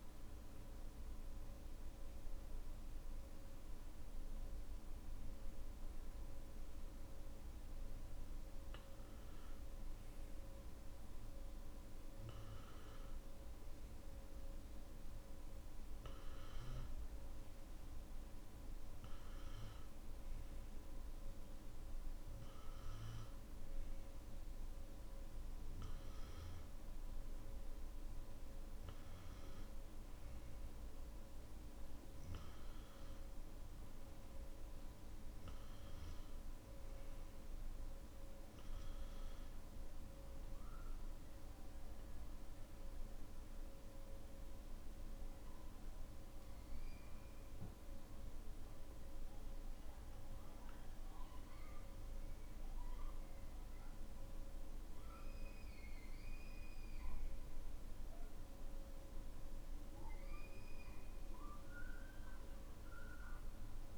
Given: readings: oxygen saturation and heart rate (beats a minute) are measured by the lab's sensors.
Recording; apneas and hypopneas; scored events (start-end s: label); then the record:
breathing in sleep, hard to hear, by a room microphone; none
39.50-63.98 s: new sleep stage, N1 (lightest sleep)
From the record:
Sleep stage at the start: N3 (deep sleep); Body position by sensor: on the back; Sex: male